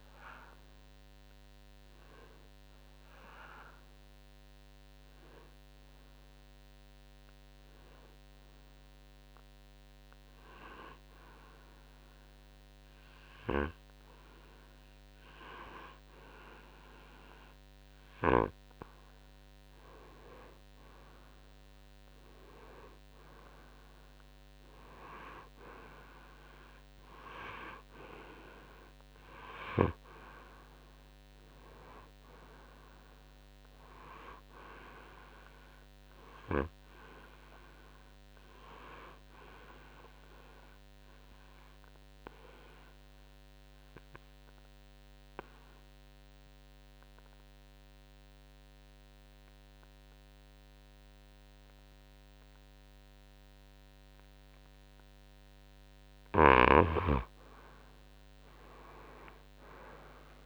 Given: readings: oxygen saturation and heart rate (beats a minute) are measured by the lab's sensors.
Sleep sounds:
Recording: breathing in sleep by a microphone on the trachea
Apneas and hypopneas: 2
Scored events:
0.50-20.00 s: hypopnea (oxygen 96% before, 91% lowest, heart rate 79 before, 62 extreme, up 7 after)
6.00-16.00 s: oxygen desaturation (device-marked, oxygen 95% before, 91% lowest, heart rate 65 before, 62 extreme)
23.50-28.50 s: arousal
28.00-53.00 s: oxygen desaturation (device-marked, oxygen 98% before, 91% lowest, heart rate 65 before, 61 extreme)
40.00-56.00 s: obstructive apnea (oxygen 98% before, 88% lowest, heart rate 67 before, 61 extreme, up 8 after)
42.00-60.46 s: new sleep stage, N2 (light sleep)
58.00-60.46 s: arousal
From the record:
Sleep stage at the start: N1 (lightest sleep)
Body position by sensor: on the right side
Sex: male

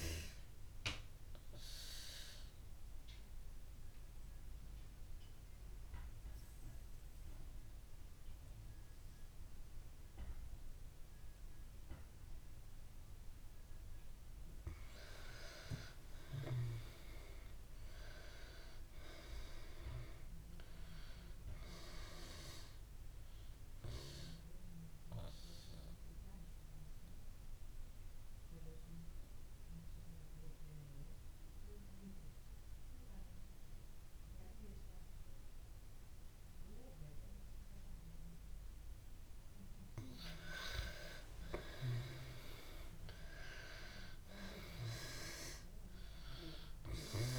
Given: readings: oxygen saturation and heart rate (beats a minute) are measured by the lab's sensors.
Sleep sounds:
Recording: breathing in sleep by a room microphone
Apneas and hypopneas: 2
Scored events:
0.00-18.50 s: oxygen desaturation (device-marked, oxygen 82% lowest)
0.50-14.00 s: obstructive apnea (oxygen 96% before, 82% lowest)
17.50-21.00 s: arousal
24.00-39.00 s: obstructive apnea (oxygen 95% before, 82% lowest)
27.50-38.50 s: oxygen desaturation (device-marked, oxygen 95% before, 85% lowest)
41.50-45.00 s: arousal
44.50-47.39 s: oxygen desaturation (device-marked, oxygen 95% before, 82% lowest)
From the record:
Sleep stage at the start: N2 (light sleep)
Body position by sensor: on the back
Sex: female

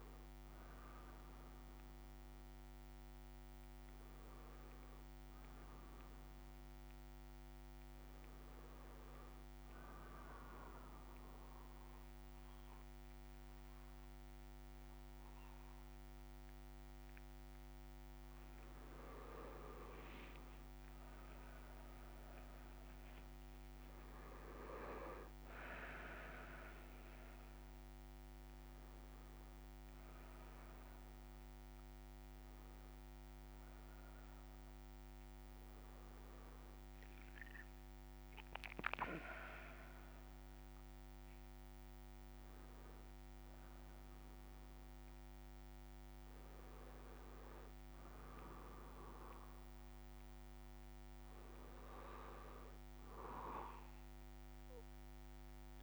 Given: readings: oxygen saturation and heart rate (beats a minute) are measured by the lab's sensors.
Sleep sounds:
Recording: breathing in sleep by a microphone on the trachea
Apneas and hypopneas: 1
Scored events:
9.00-19.00 s: obstructive apnea (oxygen 99% before, 94% lowest)
22.50-39.50 s: oxygen desaturation (device-marked, oxygen 98% before, 94% lowest)
From the record:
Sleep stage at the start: N1 (lightest sleep)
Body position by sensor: on the back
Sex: male

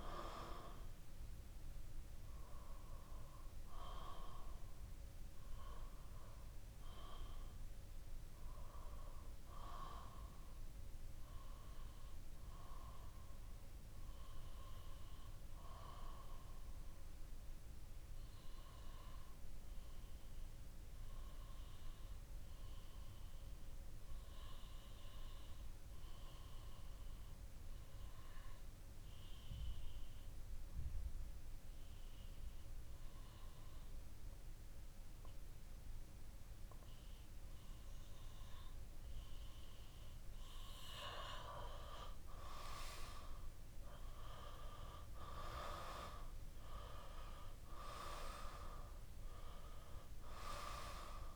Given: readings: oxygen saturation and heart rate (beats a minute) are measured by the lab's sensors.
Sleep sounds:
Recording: breathing in sleep by a room microphone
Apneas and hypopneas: 1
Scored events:
1.00-8.00 s: bradycardia (device-marked, heart rate 64 before, 58 extreme)
4.50-39.00 s: obstructive apnea (oxygen 97% before, 91% lowest, heart rate 66 before, 59 extreme, up 7 after)
42.00-46.50 s: arousal
From the record:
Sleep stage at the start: REM sleep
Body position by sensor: on the back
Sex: male

